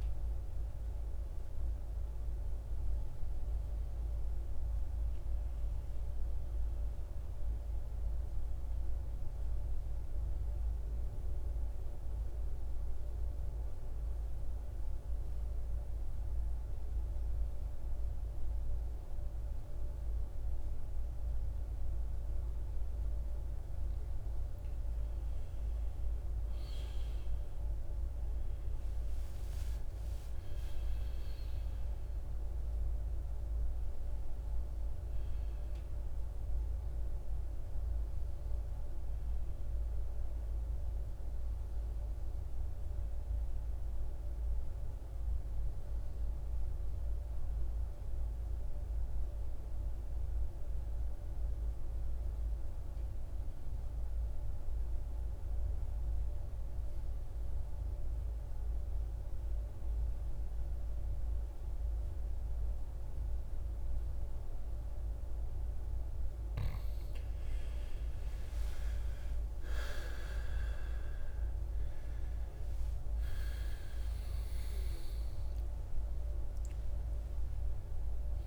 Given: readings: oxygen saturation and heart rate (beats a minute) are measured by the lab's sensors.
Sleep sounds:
breathing in sleep, hard to hear, by a room microphone; 2
8.00-23.50 s: mixed apnea (oxygen 98% before, 87% lowest, heart rate 57 before, 54 extreme, up 13 after)
26.00-29.50 s: arousal
29.50-48.50 s: oxygen desaturation (device-marked, oxygen 96% before, 89% lowest, heart rate 58 before, 54 extreme)
43.50-66.00 s: mixed apnea (oxygen 97% before, 84% lowest, heart rate 64 before, 54 extreme, up 13 after)
67.50-78.47 s: oxygen desaturation (device-marked, oxygen 97% before, 84% lowest, heart rate 56 before, 53 extreme)
68.00-73.50 s: arousal
From the record:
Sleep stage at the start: N2 (light sleep); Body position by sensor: on the right side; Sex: male

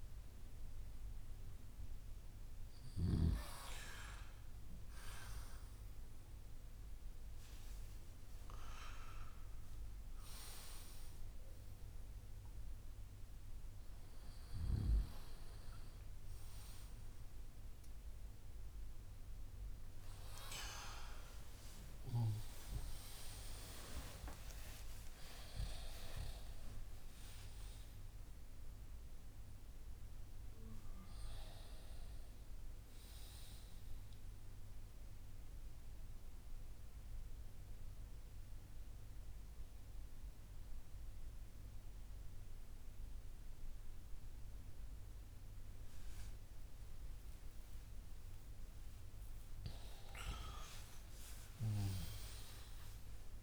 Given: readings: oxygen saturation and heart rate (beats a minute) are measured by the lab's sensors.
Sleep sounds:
breathing in sleep by a room microphone; 1
20.50-26.50 s: arousal
25.50-53.43 s: new sleep stage, N1 (lightest sleep)
34.50-48.50 s: mixed apnea (oxygen 98% before, 94% lowest)
49.00-53.43 s: arousal
From the record:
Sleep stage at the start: N2 (light sleep); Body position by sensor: on the back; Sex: male

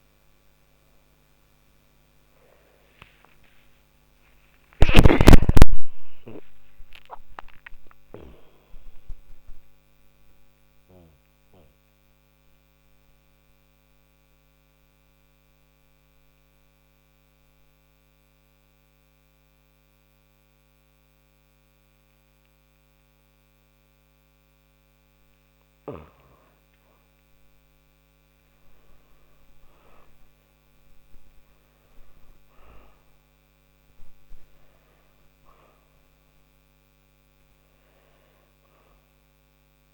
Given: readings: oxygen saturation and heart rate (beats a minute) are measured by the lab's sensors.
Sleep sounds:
a person partly awake in a sleep study, by a microphone on the trachea; none
0.00-6.00 s: oxygen desaturation (device-marked, oxygen 90% lowest, heart rate 56 extreme)
11.00-39.94 s: new sleep stage, N1 (lightest sleep)
34.00-39.94 s: oxygen desaturation (device-marked, oxygen 99% before, 96% lowest, heart rate 68 before, 48 extreme)
From the record:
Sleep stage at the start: awake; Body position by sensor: on the back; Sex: female

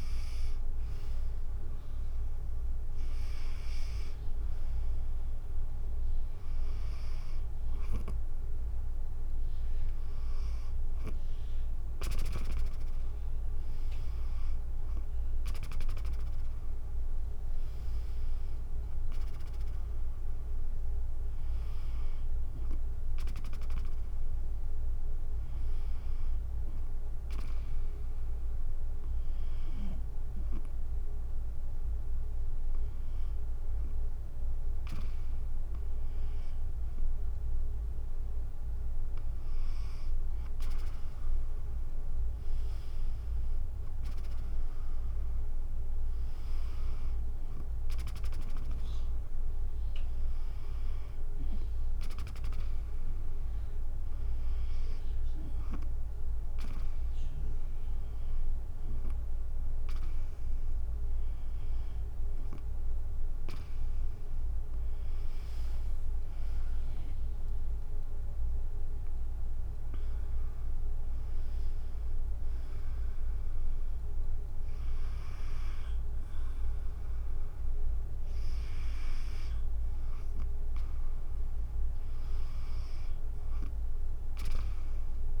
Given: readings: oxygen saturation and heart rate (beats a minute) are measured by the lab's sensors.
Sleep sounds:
breathing in sleep by a room microphone; 1
19.00-22.50 s: arousal
28.00-38.00 s: hypopnea (oxygen 96% before, 94% lowest, heart rate 77 before, 71 extreme, up 10 after)
41.00-45.50 s: arousal
65.50-76.50 s: drop in pulse transit time (device-marked, heart rate 74 before, 74 extreme)
From the record:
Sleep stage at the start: N2 (light sleep); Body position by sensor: on the back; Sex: female

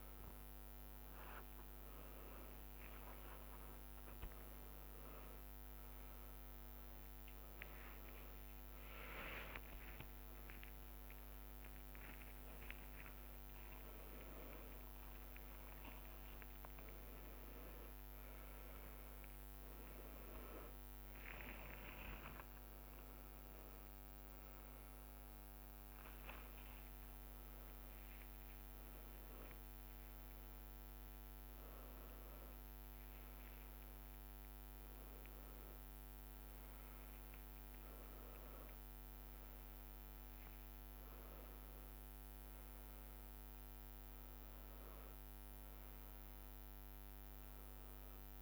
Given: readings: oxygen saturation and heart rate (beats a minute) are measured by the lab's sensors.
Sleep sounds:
a person awake in a sleep study, by a microphone on the trachea; none
4.00-27.00 s: tachycardia (device-marked, heart rate 85 before, 140 extreme)
8.00-10.00 s: long interval between heartbeats (device-marked, heart rate 105 before, 109 extreme)
10.00-22.00 s: drop in pulse transit time (device-marked, heart rate 102 before, 110 extreme)
12.00-14.00 s: long interval between heartbeats (device-marked, heart rate 101 before, 120 extreme)
16.00-18.00 s: long interval between heartbeats (device-marked, heart rate 105 before, 129 extreme)
18.00-20.00 s: long interval between heartbeats (device-marked, heart rate 108 before, 137 extreme)
21.50-23.50 s: long interval between heartbeats (device-marked, heart rate 113 before, 126 extreme)
From the record:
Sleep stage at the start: awake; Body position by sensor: upright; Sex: male

